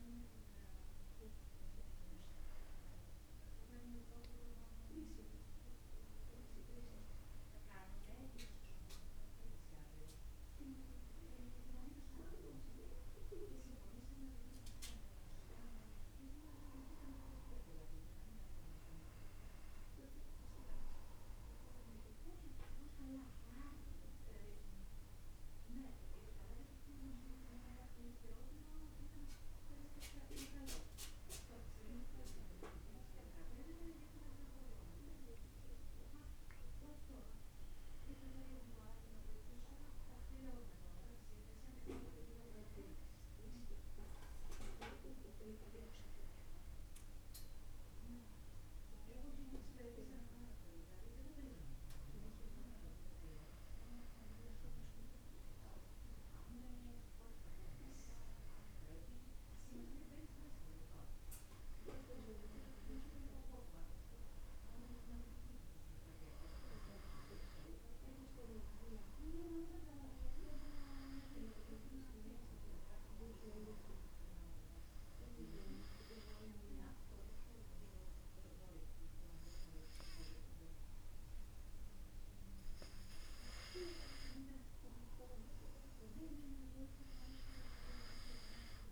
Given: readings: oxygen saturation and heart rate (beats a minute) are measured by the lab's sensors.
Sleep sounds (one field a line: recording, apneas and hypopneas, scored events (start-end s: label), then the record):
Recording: breathing in sleep by a room microphone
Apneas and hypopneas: none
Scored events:
none scored
From the record:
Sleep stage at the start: N2 (light sleep)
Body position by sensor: on the back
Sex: male